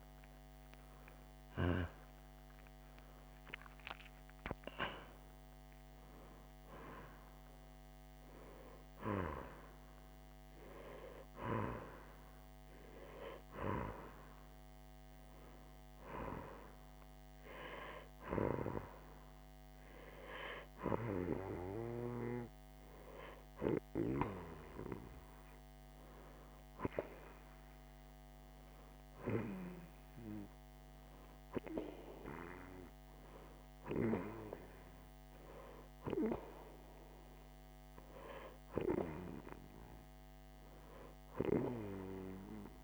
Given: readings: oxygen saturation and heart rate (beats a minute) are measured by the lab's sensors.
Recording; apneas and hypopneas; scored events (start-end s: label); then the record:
breathing in sleep by a microphone on the trachea; 1
0.00-4.00 s: arousal
14.50-25.00 s: hypopnea (oxygen 91% before, 89% lowest, heart rate 115 before, 99 extreme)
26.50-29.00 s: arousal
From the record:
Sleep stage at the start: N2 (light sleep); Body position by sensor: on the right side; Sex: female